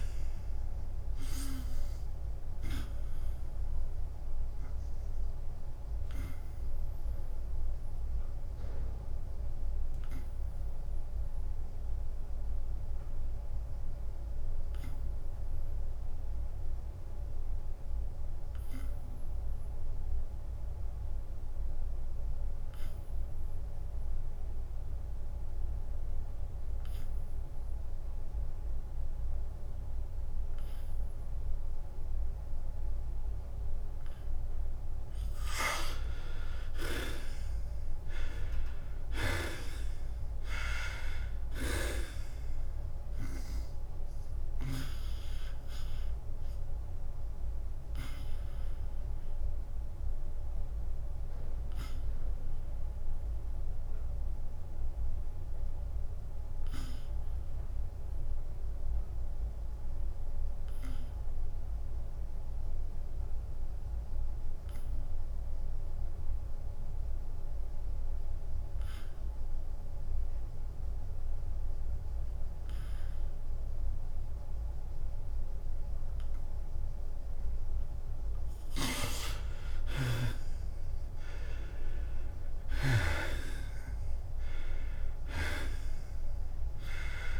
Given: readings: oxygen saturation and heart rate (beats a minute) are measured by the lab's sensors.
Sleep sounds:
breathing in sleep by a room microphone; 2
0.00-8.00 s: drop in pulse transit time (device-marked, heart rate 85 extreme)
4.50-34.00 s: obstructive apnea (oxygen 99% before, 79% lowest, heart rate 89 before, 83 extreme, up 8 after)
15.00-21.00 s: oxygen desaturation (device-marked, oxygen 95% before, 87% lowest, heart rate 91 before, 83 extreme)
36.00-51.00 s: drop in pulse transit time (device-marked, heart rate 86 before, 87 extreme)
36.00-53.00 s: oxygen desaturation (device-marked, oxygen 97% before, 92% lowest, heart rate 86 before, 82 extreme)
37.50-41.00 s: arousal
47.00-78.50 s: obstructive apnea (oxygen 98% before, 77% lowest, heart rate 88 before, 82 extreme, up 6 after)
60.00-69.00 s: oxygen desaturation (device-marked, oxygen 94% before, 79% lowest, heart rate 91 before, 82 extreme)
81.00-87.40 s: drop in pulse transit time (device-marked, heart rate 85 before, 89 extreme)
81.50-86.50 s: arousal
From the record:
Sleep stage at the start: N2 (light sleep); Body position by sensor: on the back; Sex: male

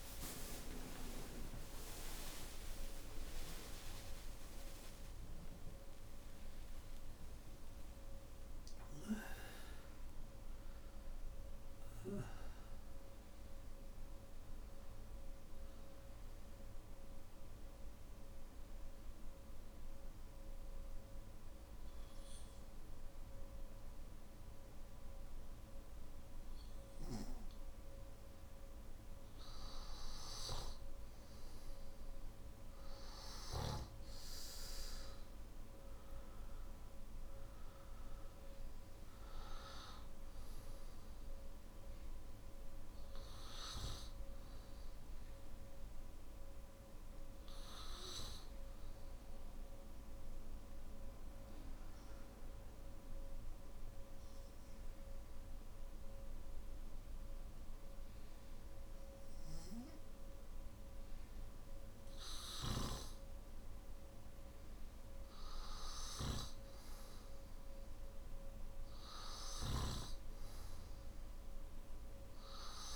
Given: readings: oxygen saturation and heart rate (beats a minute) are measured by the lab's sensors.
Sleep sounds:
breathing in sleep by a room microphone; 2
0.00-1.50 s: long interval between heartbeats (device-marked, heart rate 114 extreme)
0.00-8.50 s: oxygen desaturation (device-marked, oxygen 92% lowest, heart rate 48 extreme)
2.00-4.00 s: long interval between heartbeats (device-marked, heart rate 68 before, 169 extreme)
16.50-29.50 s: mixed apnea (oxygen 95% before, 94% lowest, heart rate 106 before, 48 extreme, up 7 after)
37.50-56.50 s: oxygen desaturation (device-marked, oxygen 98% before, 94% lowest, heart rate 52 before, 50 extreme)
48.50-62.00 s: obstructive apnea (oxygen 98% before, 92% lowest, heart rate 53 before, 50 extreme, up 4 after)
69.50-72.96 s: oxygen desaturation (device-marked, oxygen 98% before, 94% lowest, heart rate 52 before, 51 extreme)
From the record:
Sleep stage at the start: N2 (light sleep); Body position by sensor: on the back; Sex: male

